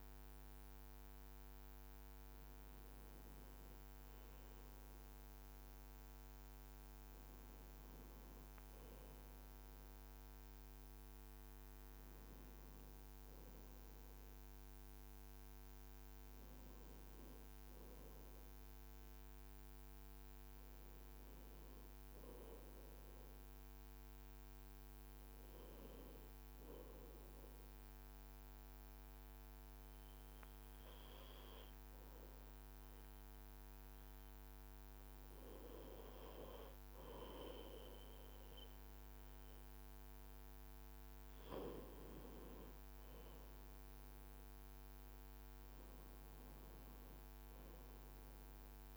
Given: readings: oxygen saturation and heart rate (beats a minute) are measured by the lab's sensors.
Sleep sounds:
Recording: breathing in sleep by a microphone on the trachea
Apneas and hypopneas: 1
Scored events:
16.00-20.50 s: arousal
26.00-37.50 s: obstructive apnea (oxygen 94% before, 91% lowest, heart rate 58 before, 52 extreme, up 4 after)
38.00-39.00 s: leg movement (device-marked)
38.50-40.50 s: long interval between heartbeats (device-marked, heart rate 56 before, 55 extreme)
39.50-43.50 s: arousal
40.00-48.97 s: new sleep stage, N1 (lightest sleep)
40.00-48.97 s: oxygen desaturation (oxygen 94% before, 91% lowest, heart rate 56 before, 52 extreme)
From the record:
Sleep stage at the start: N2 (light sleep)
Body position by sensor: on the back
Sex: male

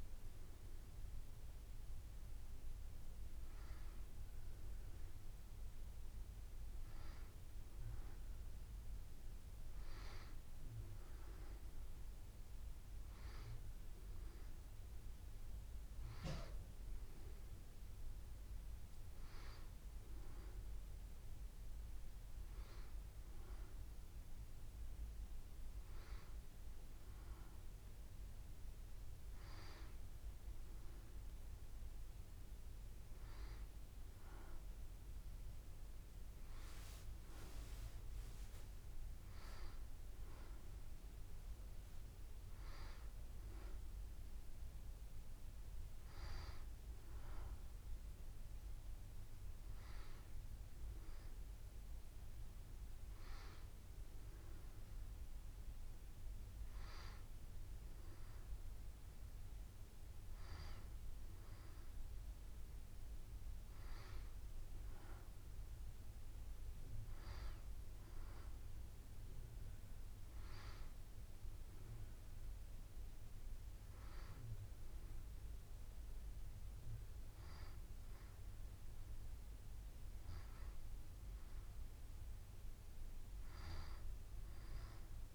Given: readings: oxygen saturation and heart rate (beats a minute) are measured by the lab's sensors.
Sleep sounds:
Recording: breathing in sleep by a room microphone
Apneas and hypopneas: none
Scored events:
none scored
From the record:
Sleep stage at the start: N2 (light sleep)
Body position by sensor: on the back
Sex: female

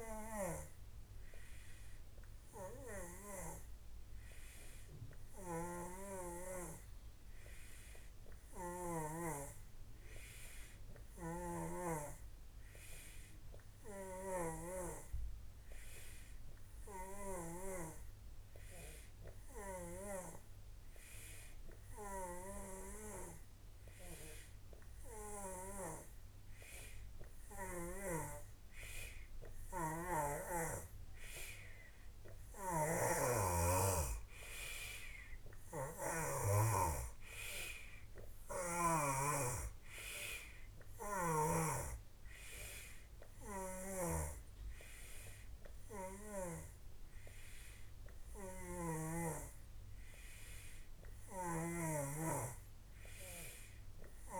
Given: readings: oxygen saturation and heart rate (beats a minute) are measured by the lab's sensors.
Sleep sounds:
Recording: breathing in sleep by a room microphone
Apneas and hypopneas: none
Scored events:
0.00-9.00 s: snoring (device-marked)
11.00-17.50 s: snoring (device-marked)
25.50-36.50 s: snoring (device-marked)
43.50-52.00 s: snoring (device-marked)
From the record:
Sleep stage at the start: N3 (deep sleep)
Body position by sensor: on the back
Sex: male

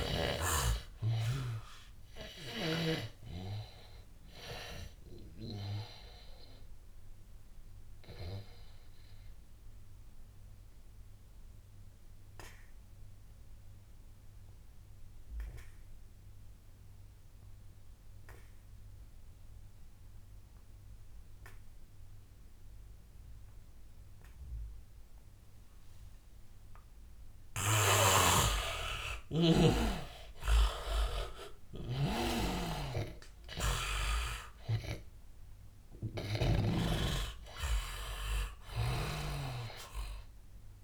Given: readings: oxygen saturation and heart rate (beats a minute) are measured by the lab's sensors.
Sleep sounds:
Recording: breathing in sleep by a room microphone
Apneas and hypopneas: 1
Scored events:
0.00-15.50 s: oxygen desaturation (device-marked, oxygen 82% lowest, heart rate 86 extreme)
6.50-26.50 s: obstructive apnea (oxygen 100% before, 80% lowest, heart rate 91 before, 86 extreme, up 8 after)
27.50-40.84 s: oxygen desaturation (device-marked, oxygen 100% before, 80% lowest, heart rate 91 before, 83 extreme)
28.00-31.00 s: arousal
28.00-36.50 s: snoring (device-marked)
From the record:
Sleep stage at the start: N2 (light sleep)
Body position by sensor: on the back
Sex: male

